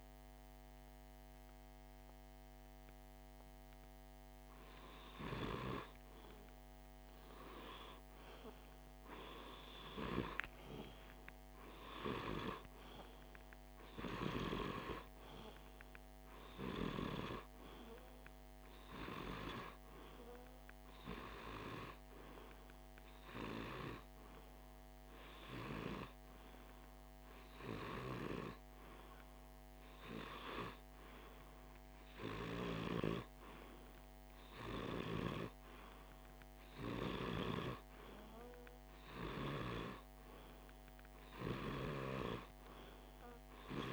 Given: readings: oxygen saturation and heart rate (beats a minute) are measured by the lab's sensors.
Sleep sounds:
breathing in sleep by a microphone on the trachea; 1
22.00-34.50 s: hypopnea (oxygen 99% before, 95% lowest, heart rate 50 before, 50 extreme, up 0 after)
37.50-41.00 s: arousal
From the record:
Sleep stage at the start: REM sleep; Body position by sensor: on the left side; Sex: male

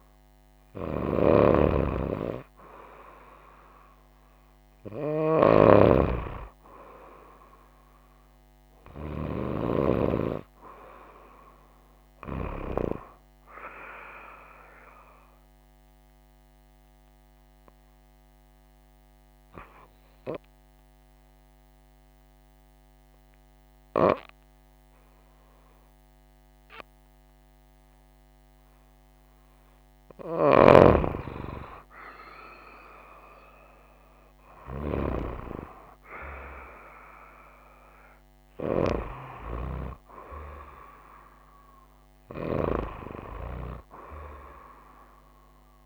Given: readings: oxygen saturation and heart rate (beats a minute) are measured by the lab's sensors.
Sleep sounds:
breathing in sleep by a microphone on the trachea; 1
15.00-29.50 s: obstructive apnea (oxygen 96% before, 95% lowest, heart rate 63 before, 53 extreme, up 4 after)
32.50-36.00 s: arousal
From the record:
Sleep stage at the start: N2 (light sleep); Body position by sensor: on the right side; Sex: female

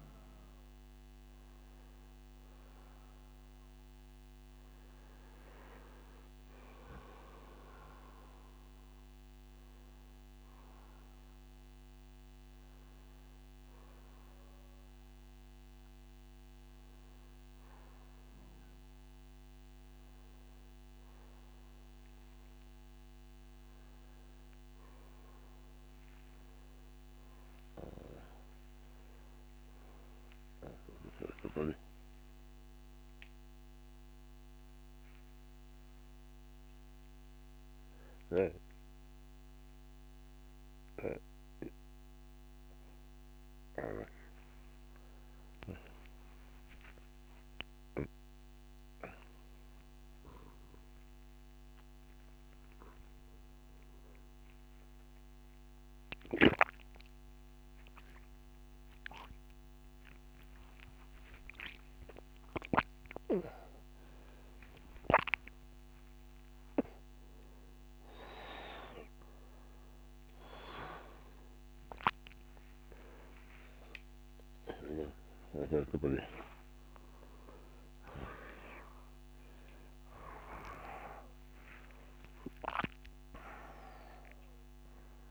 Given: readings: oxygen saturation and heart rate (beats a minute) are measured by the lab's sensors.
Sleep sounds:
a person awake in a sleep study, by a microphone on the trachea; none
4.00-8.00 s: bradycardia (device-marked, heart rate 65 before, 59 extreme)
22.00-28.00 s: bradycardia (device-marked, heart rate 66 before, 55 extreme)
33.00-37.00 s: bradycardia (device-marked, heart rate 66 before, 59 extreme)
44.00-46.00 s: bradycardia (device-marked, heart rate 66 before, 61 extreme)
48.00-51.00 s: bradycardia (device-marked, heart rate 65 before, 55 extreme)
From the record:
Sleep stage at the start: awake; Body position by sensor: on the back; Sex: male

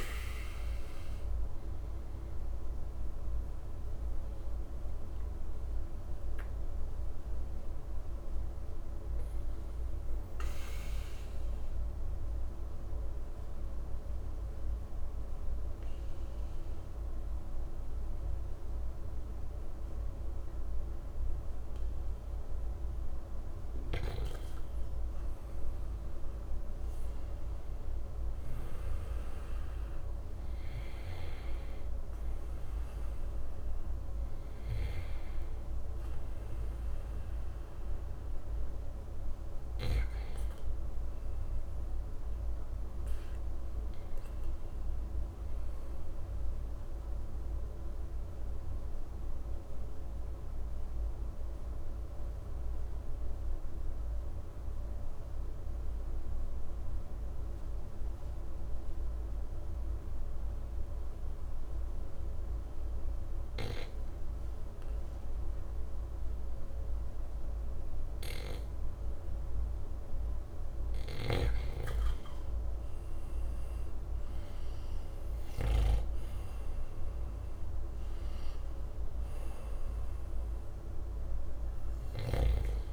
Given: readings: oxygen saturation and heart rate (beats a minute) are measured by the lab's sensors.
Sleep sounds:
breathing in sleep, hard to hear, by a room microphone; 2
0.00-1.00 s: arousal
4.50-23.00 s: obstructive apnea (oxygen 98% before, 93% lowest, heart rate 59 before, 56 extreme, up 4 after)
26.50-30.50 s: arousal
28.00-49.00 s: oxygen desaturation (device-marked, oxygen 97% before, 93% lowest, heart rate 58 before, 54 extreme)
46.00-69.00 s: obstructive apnea (oxygen 97% before, 93% lowest, heart rate 58 before, 54 extreme, up 4 after)
69.00-77.00 s: oxygen desaturation (device-marked, oxygen 97% before, 94% lowest, heart rate 56 before, 51 extreme)
71.00-75.50 s: snoring (device-marked)
71.00-76.00 s: arousal
From the record:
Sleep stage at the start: N2 (light sleep); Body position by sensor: on the right side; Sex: male

